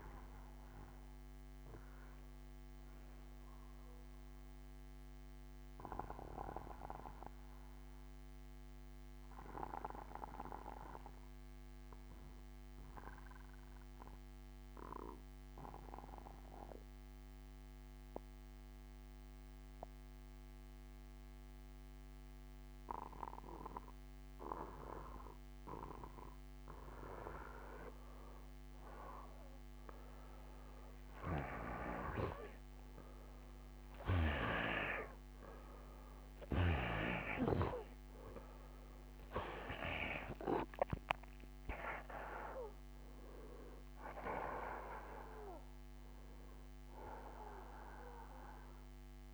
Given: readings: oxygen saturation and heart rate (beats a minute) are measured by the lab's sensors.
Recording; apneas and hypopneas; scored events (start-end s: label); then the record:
breathing in sleep by a microphone on the trachea; 1
0.00-6.00 s: oxygen desaturation (device-marked, oxygen 88% lowest, heart rate 63 extreme)
4.00-24.50 s: obstructive apnea (oxygen 96% before, 87% lowest, heart rate 66 before, 63 extreme, up 2 after)
25.00-30.00 s: oxygen desaturation (device-marked, oxygen 95% before, 91% lowest, heart rate 63 before, 64 extreme)
28.50-33.00 s: arousal
38.00-49.33 s: oxygen desaturation (device-marked, oxygen 94% before, 87% lowest, heart rate 65 before, 62 extreme)
From the record:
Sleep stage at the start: N2 (light sleep); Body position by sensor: on the back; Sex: male